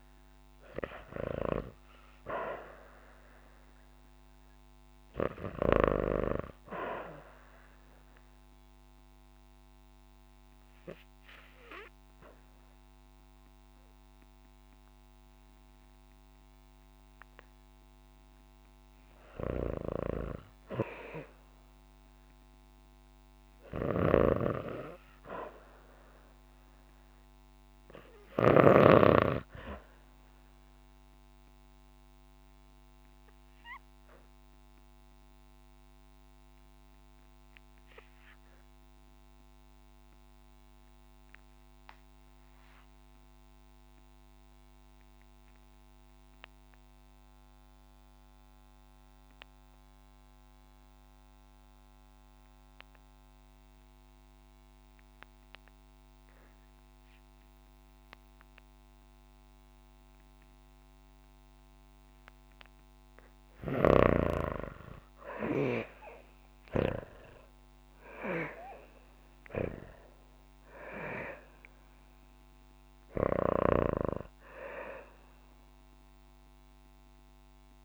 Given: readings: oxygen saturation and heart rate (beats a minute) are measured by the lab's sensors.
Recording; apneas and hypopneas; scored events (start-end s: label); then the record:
breathing in sleep by a microphone on the trachea; 2
0.00-2.00 s: arousal
0.00-22.00 s: oxygen desaturation (device-marked, oxygen 87% lowest, heart rate 56 extreme)
7.00-18.00 s: obstructive apnea (oxygen 98% before, 81% lowest, heart rate 60 before, 57 extreme, up 8 after)
21.00-25.50 s: arousal
23.00-28.00 s: snoring (device-marked)
31.50-61.50 s: obstructive apnea (oxygen 98% before, 80% lowest, heart rate 61 before, 53 extreme, up 13 after)
53.00-77.85 s: oxygen desaturation (device-marked, oxygen 97% before, 80% lowest, heart rate 61 before, 53 extreme)
65.00-69.50 s: arousal
From the record:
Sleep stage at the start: REM sleep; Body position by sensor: on the back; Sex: female